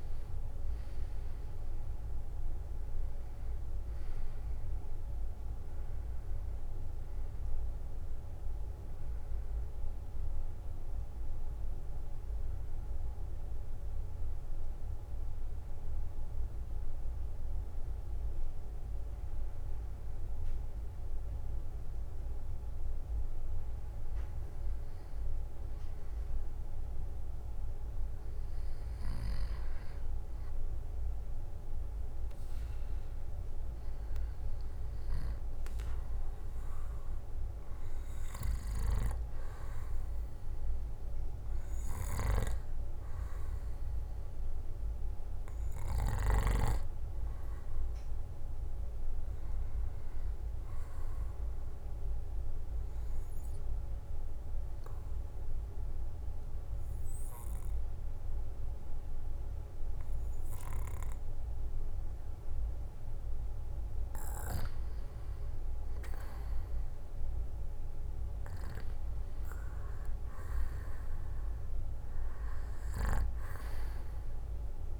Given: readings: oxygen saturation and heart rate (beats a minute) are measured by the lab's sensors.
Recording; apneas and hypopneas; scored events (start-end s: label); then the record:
breathing in sleep, hard to hear, by a room microphone; 2
1.00-17.00 s: oxygen desaturation (device-marked, oxygen 96% before, 92% lowest, heart rate 62 before, 54 extreme)
13.50-26.00 s: hypopnea (oxygen 96% before, 92% lowest, heart rate 65 before, 54 extreme, up 7 after)
28.50-32.00 s: arousal
33.00-57.00 s: oxygen desaturation (device-marked, oxygen 97% before, 93% lowest, heart rate 57 before, 59 extreme)
50.50-64.00 s: obstructive apnea (oxygen 97% before, 88% lowest, heart rate 63 before, 59 extreme, up 8 after)
66.50-69.00 s: arousal
71.00-74.99 s: oxygen desaturation (device-marked, oxygen 96% before, 92% lowest, heart rate 62 before, 59 extreme)
From the record:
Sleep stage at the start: N2 (light sleep); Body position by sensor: on the back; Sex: male